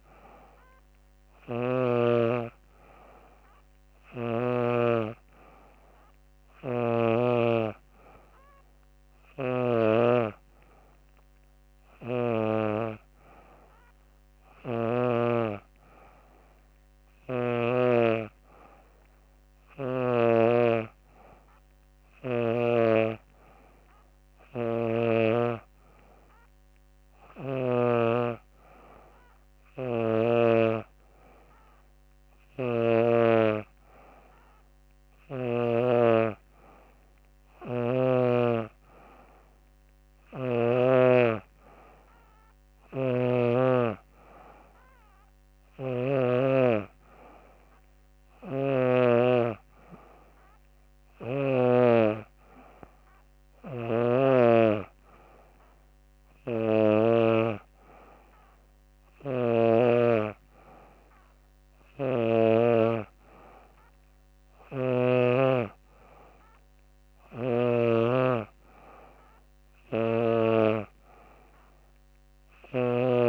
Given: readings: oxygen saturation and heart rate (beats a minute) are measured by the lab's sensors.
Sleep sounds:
breathing in sleep by a microphone on the trachea; none
0.00-1.50 s: snoring (device-marked)
42.00-48.50 s: snoring (device-marked)
66.50-72.50 s: snoring (device-marked)
From the record:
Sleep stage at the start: N3 (deep sleep); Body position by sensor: on the back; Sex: female

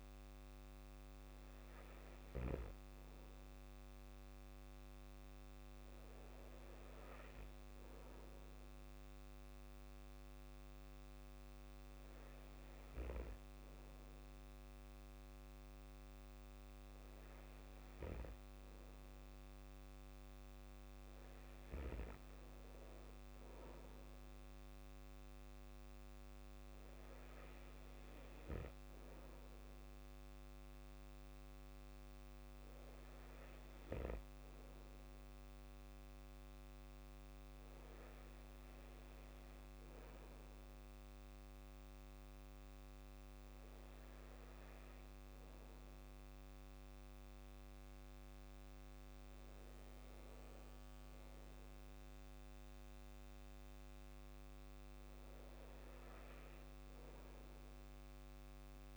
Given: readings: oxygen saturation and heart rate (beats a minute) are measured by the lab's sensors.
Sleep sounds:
breathing in sleep, hard to hear, by a microphone on the trachea; none
none scored
From the record:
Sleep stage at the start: N2 (light sleep); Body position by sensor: on the back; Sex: male

